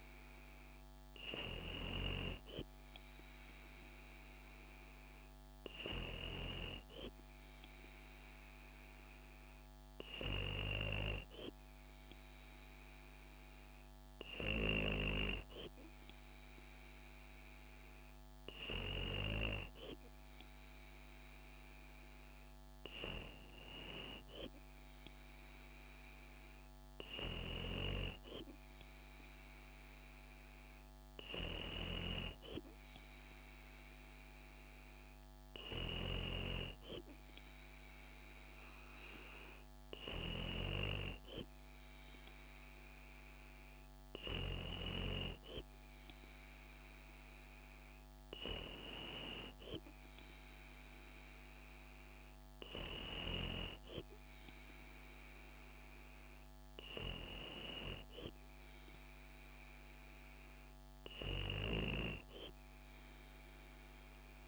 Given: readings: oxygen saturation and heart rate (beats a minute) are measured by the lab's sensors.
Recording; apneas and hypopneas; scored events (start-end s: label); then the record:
breathing in sleep by a microphone on the trachea; none
none scored
From the record:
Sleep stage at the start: N2 (light sleep); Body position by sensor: on the back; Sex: female